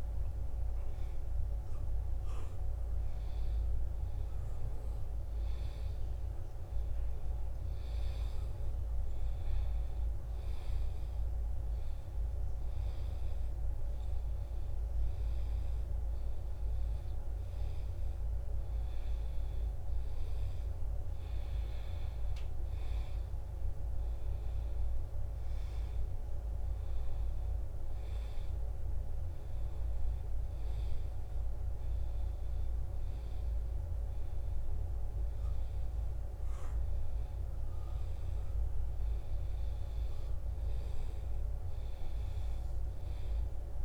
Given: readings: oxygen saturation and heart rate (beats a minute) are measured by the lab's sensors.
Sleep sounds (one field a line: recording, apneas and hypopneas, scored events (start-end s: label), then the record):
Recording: breathing in sleep, hard to hear, by a room microphone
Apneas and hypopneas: none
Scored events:
0.00-3.50 s: arousal
From the record:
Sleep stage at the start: N2 (light sleep)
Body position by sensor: on the back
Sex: male